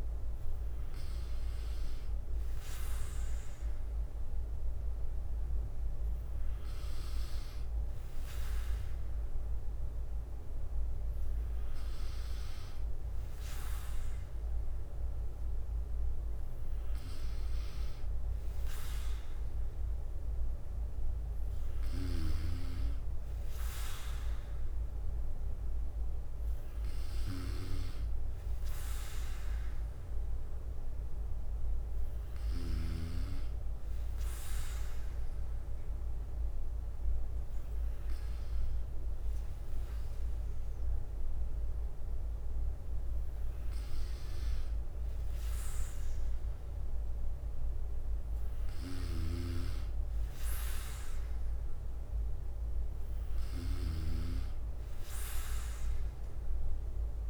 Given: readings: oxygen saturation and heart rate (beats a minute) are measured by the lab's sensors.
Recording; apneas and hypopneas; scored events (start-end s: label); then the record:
breathing in sleep by a room microphone; none
0.00-3.50 s: bradycardia (device-marked, heart rate 59 extreme)
4.50-12.50 s: bradycardia (device-marked, heart rate 60 before, 59 extreme)
32.50-34.50 s: bradycardia (device-marked, heart rate 60 before, 61 extreme)
From the record:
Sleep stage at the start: N3 (deep sleep); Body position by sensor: on the back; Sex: male